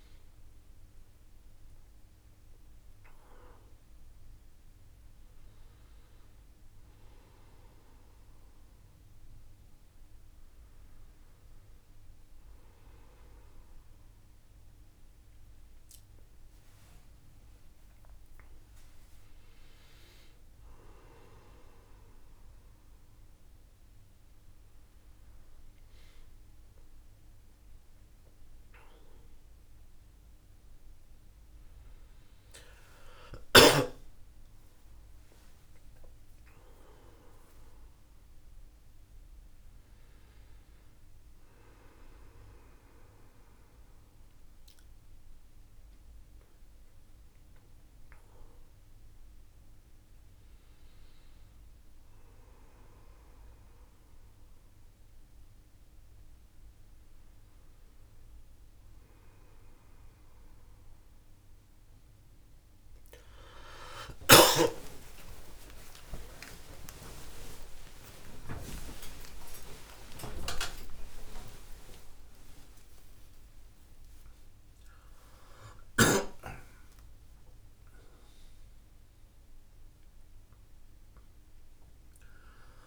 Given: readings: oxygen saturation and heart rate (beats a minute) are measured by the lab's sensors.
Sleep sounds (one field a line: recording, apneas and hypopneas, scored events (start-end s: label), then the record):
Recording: a person awake in a sleep study, by a room microphone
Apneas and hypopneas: none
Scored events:
62.00-72.00 s: tachycardia (device-marked, heart rate 56 before, 219 extreme)
From the record:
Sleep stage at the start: awake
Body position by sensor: on the back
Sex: male